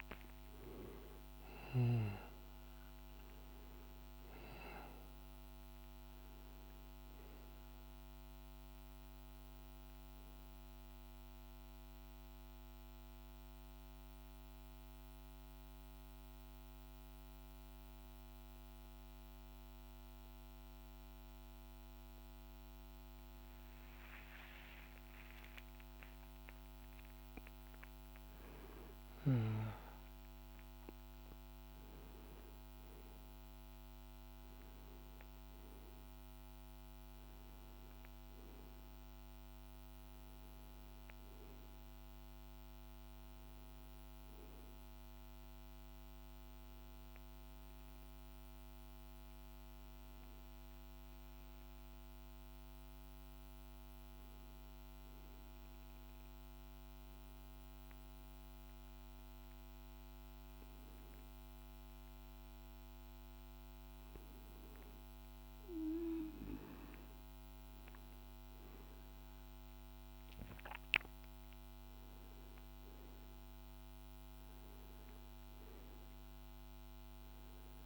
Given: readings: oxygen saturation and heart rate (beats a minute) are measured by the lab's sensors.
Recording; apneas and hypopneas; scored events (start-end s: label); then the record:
breathing in sleep by a microphone on the trachea; 2
0.00-16.50 s: oxygen desaturation (device-marked, oxygen 90% lowest, heart rate 51 extreme)
6.50-77.85 s: new sleep stage, N1 (lightest sleep)
11.00-26.00 s: obstructive apnea (oxygen 96% before, 92% lowest, heart rate 57 before, 51 extreme, up 10 after)
27.00-30.50 s: arousal
42.50-48.50 s: oxygen desaturation (device-marked, oxygen 97% before, 93% lowest, heart rate 58 before, 52 extreme)
44.50-66.50 s: hypopnea (oxygen 98% before, 91% lowest, heart rate 59 before, 52 extreme, up 4 after)
63.50-77.85 s: oxygen desaturation (device-marked, oxygen 96% before, 92% lowest, heart rate 53 before, 50 extreme)
67.00-73.00 s: arousal
From the record:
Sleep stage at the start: N2 (light sleep); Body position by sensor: on the right side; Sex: male